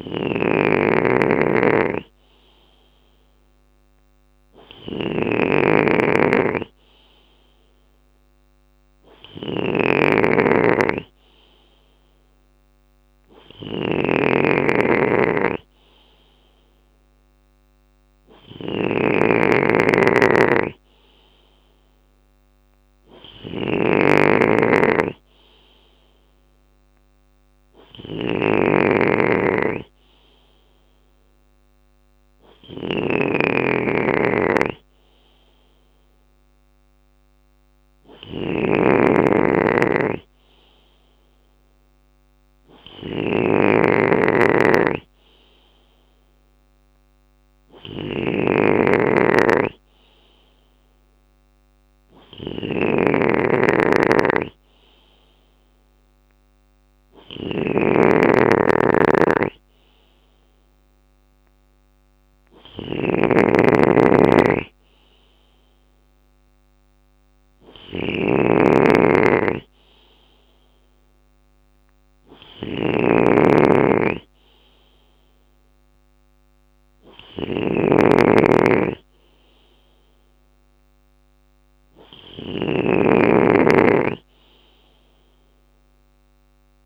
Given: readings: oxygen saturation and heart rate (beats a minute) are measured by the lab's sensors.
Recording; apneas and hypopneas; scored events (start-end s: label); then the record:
breathing in sleep by a microphone on the trachea; none
0.00-77.50 s: bradycardia (device-marked, heart rate 55 extreme)
0.00-86.86 s: snoring (device-marked)
79.50-86.86 s: bradycardia (device-marked, heart rate 59 before, 56 extreme)
From the record:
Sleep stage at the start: N2 (light sleep); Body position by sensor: on the left side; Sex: male